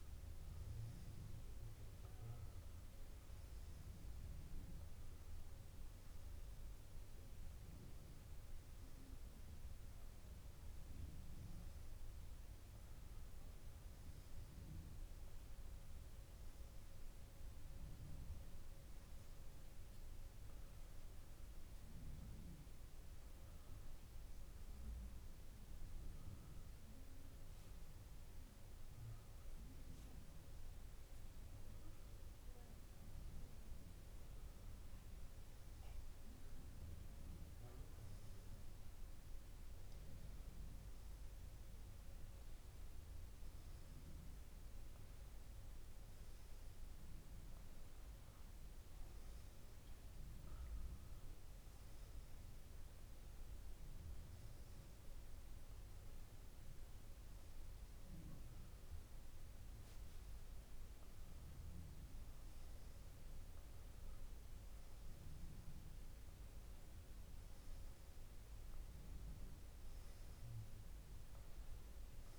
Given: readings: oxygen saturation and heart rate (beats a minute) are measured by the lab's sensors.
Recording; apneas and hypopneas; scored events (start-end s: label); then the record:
breathing in sleep, hard to hear, by a room microphone; none
20.00-26.00 s: tachycardia (device-marked, heart rate 36 before, 156 extreme)
30.50-32.50 s: long interval between heartbeats (device-marked, heart rate 72 before, 90 extreme)
35.00-37.00 s: long interval between heartbeats (device-marked, heart rate 88 before, 44 extreme)
52.00-54.00 s: long interval between heartbeats (device-marked)
70.00-72.00 s: long interval between heartbeats (device-marked)
From the record:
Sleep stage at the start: N2 (light sleep); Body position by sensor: on the left side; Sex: male